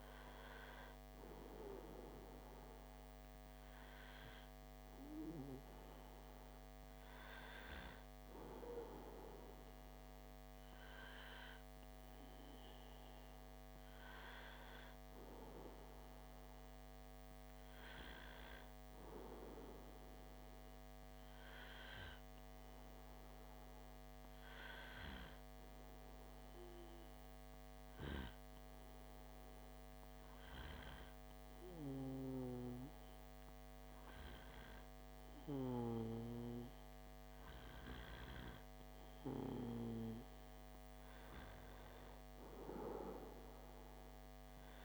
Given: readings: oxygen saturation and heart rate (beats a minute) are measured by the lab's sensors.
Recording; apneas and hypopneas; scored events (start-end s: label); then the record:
breathing in sleep by a microphone on the trachea; 1
19.00-37.50 s: hypopnea (oxygen 95% before, 94% lowest)
38.50-43.00 s: arousal
From the record:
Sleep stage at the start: N2 (light sleep); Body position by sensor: on the back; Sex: male